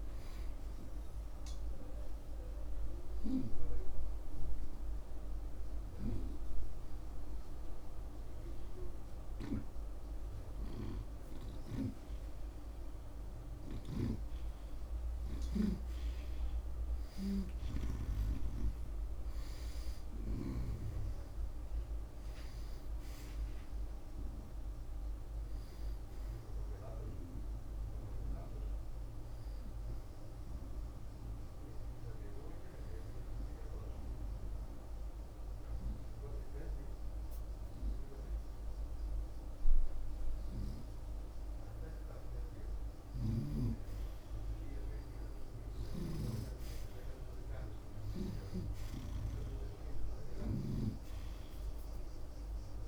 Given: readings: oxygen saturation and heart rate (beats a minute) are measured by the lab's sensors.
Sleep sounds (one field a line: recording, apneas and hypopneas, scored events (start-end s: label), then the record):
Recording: breathing in sleep by a room microphone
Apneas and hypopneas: 2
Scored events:
0.00-21.50 s: oxygen desaturation (device-marked, oxygen 84% lowest)
2.00-12.50 s: hypopnea (oxygen 88% before, 84% lowest)
15.50-21.50 s: arousal
23.50-39.50 s: oxygen desaturation (device-marked, oxygen 93% before, 86% lowest, heart rate 31 before, 25 extreme)
32.00-42.00 s: hypopnea (oxygen 93% before, 86% lowest)
34.50-52.88 s: new sleep stage, N2 (light sleep)
43.00-51.00 s: snoring (device-marked)
44.00-48.50 s: arousal
47.50-52.88 s: oxygen desaturation (device-marked, oxygen 93% before, 86% lowest, heart rate 39 before, 28 extreme)
From the record:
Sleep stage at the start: REM sleep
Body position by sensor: on the right side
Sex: male